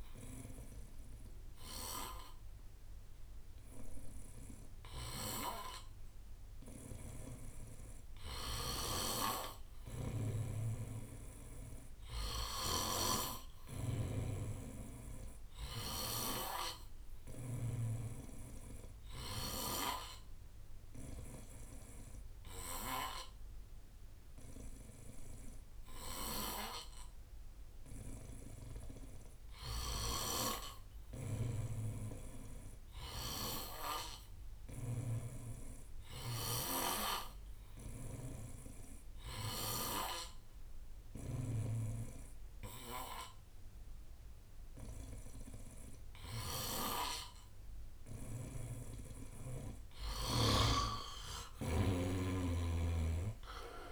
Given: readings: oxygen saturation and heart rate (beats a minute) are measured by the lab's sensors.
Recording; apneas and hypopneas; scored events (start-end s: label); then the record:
breathing in sleep by a room microphone; 1
8.50-16.00 s: snoring (device-marked)
31.00-40.00 s: snoring (device-marked)
34.50-49.00 s: obstructive apnea (oxygen 92% before, 89% lowest, heart rate 70 before, 70 extreme, up 8 after)
45.00-53.92 s: new sleep stage, awake
47.00-49.00 s: long interval between heartbeats (device-marked, heart rate 71 before, 78 extreme)
From the record:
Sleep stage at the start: N3 (deep sleep); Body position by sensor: on the back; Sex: male